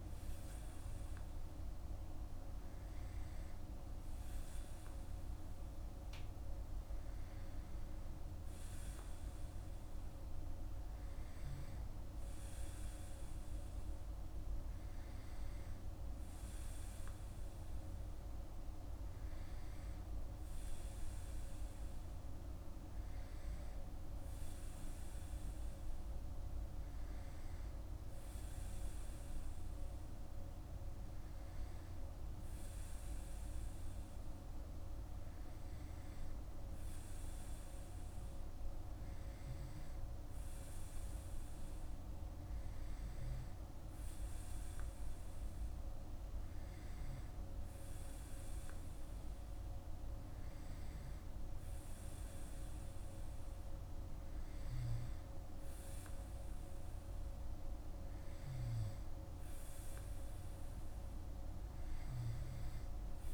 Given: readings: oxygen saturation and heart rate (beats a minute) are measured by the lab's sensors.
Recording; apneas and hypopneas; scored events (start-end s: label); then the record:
breathing in sleep, hard to hear, by a room microphone; none
none scored
From the record:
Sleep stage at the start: N2 (light sleep); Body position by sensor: on the back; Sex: male